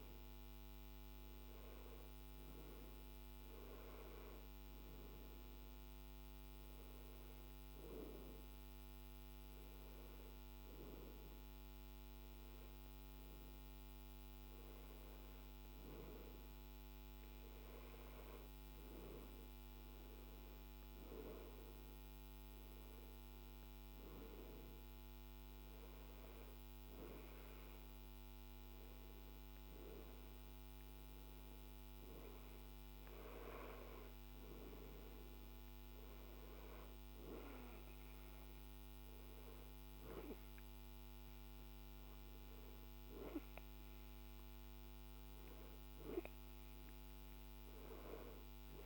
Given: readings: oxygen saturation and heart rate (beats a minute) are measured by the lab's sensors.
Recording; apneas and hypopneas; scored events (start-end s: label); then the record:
breathing in sleep by a microphone on the trachea; none
none scored
From the record:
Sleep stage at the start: N2 (light sleep); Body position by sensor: on the back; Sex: male